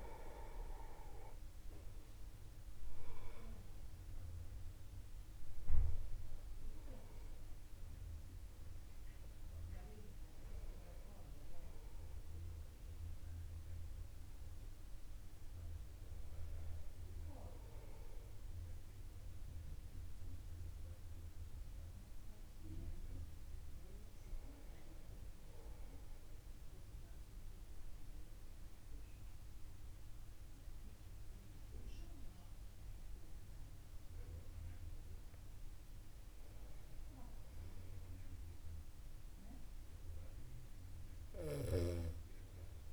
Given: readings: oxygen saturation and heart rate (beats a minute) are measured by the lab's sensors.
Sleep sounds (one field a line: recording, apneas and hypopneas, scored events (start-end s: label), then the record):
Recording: breathing in sleep by a room microphone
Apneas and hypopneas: 1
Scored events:
0.00-1.50 s: long interval between heartbeats (device-marked, heart rate 76 extreme)
25.50-36.50 s: central apnea (oxygen 95% before, 93% lowest, heart rate 50 before, 49 extreme, up 0 after)
26.00-42.93 s: new sleep stage, N2 (light sleep)
39.00-42.50 s: arousal
From the record:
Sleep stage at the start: N1 (lightest sleep)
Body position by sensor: upright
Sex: male